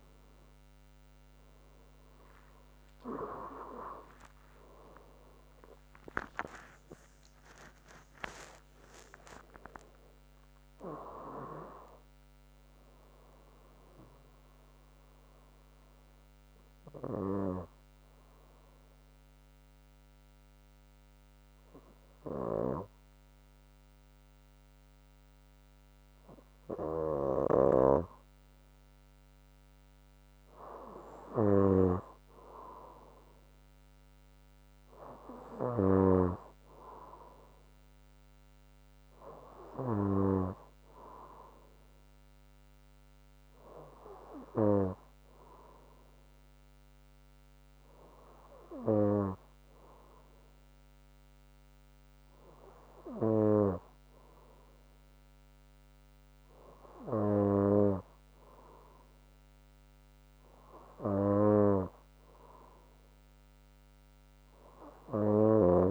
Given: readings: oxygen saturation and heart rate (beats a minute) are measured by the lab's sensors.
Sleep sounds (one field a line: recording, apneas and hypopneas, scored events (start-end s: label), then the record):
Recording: breathing in sleep by a microphone on the trachea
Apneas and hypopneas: 1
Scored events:
2.50-4.50 s: long interval between heartbeats (device-marked, heart rate 67 before, 92 extreme)
3.50-8.50 s: arousal
3.50-65.91 s: new sleep stage, N2 (light sleep)
6.00-8.00 s: long interval between heartbeats (device-marked, heart rate 73 before, 147 extreme)
17.00-28.50 s: obstructive apnea (oxygen 98% before, 96% lowest, heart rate 96 before, 62 extreme, up 4 after)
34.00-38.00 s: arousal
From the record:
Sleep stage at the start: N3 (deep sleep)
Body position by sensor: on the front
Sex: female